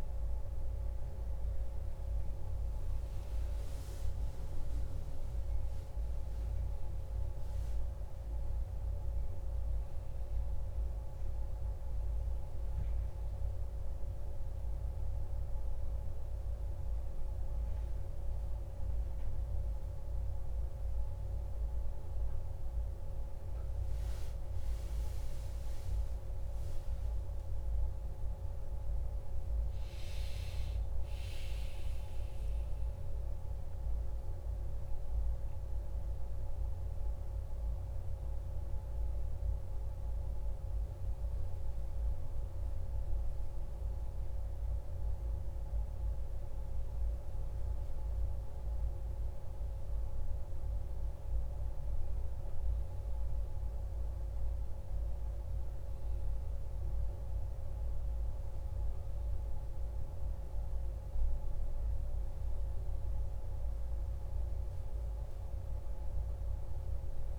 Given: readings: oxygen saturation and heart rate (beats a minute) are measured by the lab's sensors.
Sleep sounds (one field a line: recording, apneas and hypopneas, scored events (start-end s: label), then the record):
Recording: a person awake in a sleep study, hard to hear, by a room microphone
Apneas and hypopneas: none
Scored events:
none scored
From the record:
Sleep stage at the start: awake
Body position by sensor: on the back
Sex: male